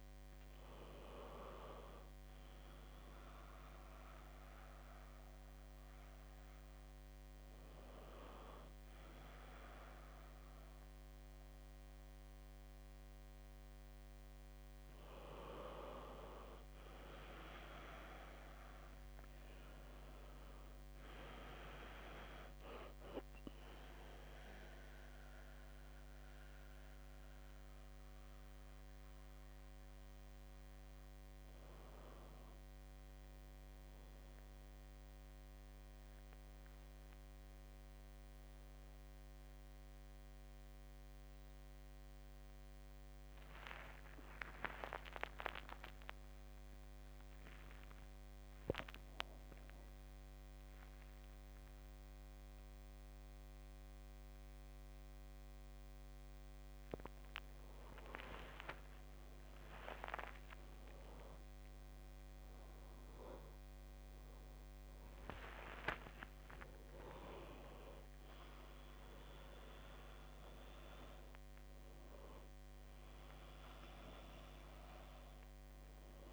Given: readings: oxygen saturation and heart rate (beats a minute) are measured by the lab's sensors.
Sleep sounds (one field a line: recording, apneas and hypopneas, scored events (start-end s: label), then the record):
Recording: breathing in sleep by a microphone on the trachea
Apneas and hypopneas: none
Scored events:
47.00-52.00 s: arousal
50.50-52.50 s: long interval between heartbeats (device-marked, heart rate 66 before, 85 extreme)
54.00-56.00 s: long interval between heartbeats (device-marked, heart rate 73 before, 153 extreme)
56.00-58.00 s: long interval between heartbeats (device-marked, heart rate 81 before, 154 extreme)
61.50-63.50 s: long interval between heartbeats (device-marked, heart rate 100 before, 91 extreme)
64.50-66.50 s: long interval between heartbeats (device-marked, heart rate 104 before, 96 extreme)
67.50-76.32 s: oxygen desaturation (device-marked, oxygen 98% before, 95% lowest, heart rate 109 before, 65 extreme)
From the record:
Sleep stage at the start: N1 (lightest sleep)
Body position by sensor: on the back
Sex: male